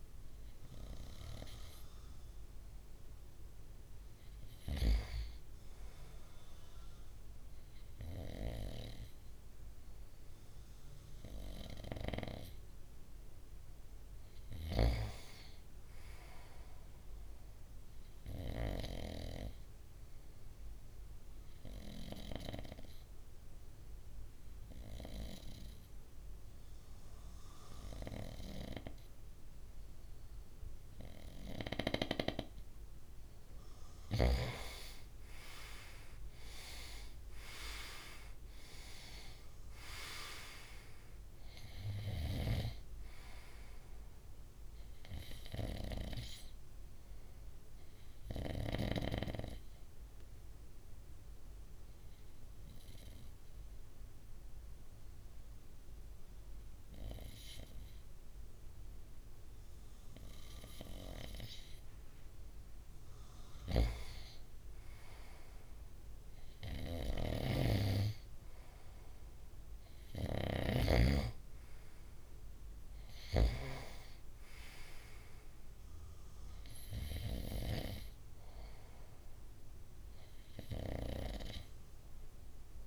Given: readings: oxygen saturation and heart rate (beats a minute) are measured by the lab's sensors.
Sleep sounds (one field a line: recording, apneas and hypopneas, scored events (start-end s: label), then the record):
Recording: breathing in sleep by a room microphone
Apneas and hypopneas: 2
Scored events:
18.00-32.50 s: obstructive apnea (oxygen 96% before, 93% lowest, heart rate 66 before, 62 extreme, up 5 after)
34.50-38.50 s: arousal
47.00-61.50 s: obstructive apnea (oxygen 95% before, 93% lowest, heart rate 65 before, 61 extreme, up 3 after)
64.00-68.50 s: arousal
From the record:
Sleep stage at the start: N2 (light sleep)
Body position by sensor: on the right side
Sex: male